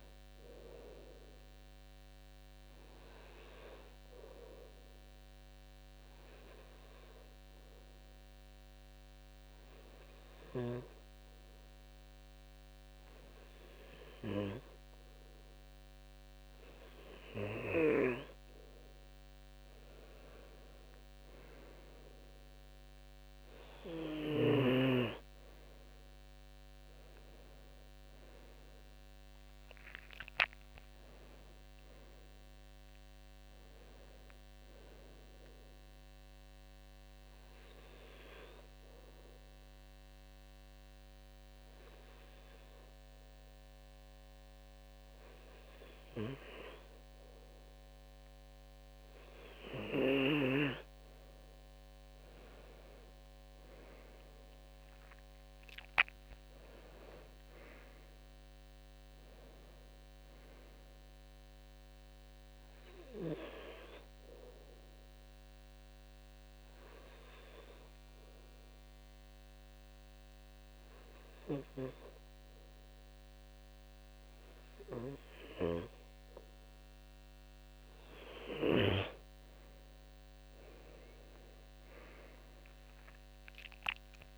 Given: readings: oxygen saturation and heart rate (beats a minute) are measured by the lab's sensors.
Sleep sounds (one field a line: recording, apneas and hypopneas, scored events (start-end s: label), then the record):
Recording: breathing in sleep by a microphone on the trachea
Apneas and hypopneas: 3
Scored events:
4.00-16.50 s: hypopnea (oxygen 96% before, 92% lowest, heart rate 72 before, 69 extreme, up 4 after)
18.50-23.00 s: arousal
35.50-49.00 s: obstructive apnea (oxygen 96% before, 92% lowest, heart rate 73 before, 69 extreme, up 8 after)
52.00-56.50 s: arousal
62.50-77.00 s: hypopnea (oxygen 96% before, 93% lowest, heart rate 74 before, 69 extreme, up 11 after)
79.50-82.50 s: arousal
From the record:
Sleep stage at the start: N2 (light sleep)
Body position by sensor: on the left side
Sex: male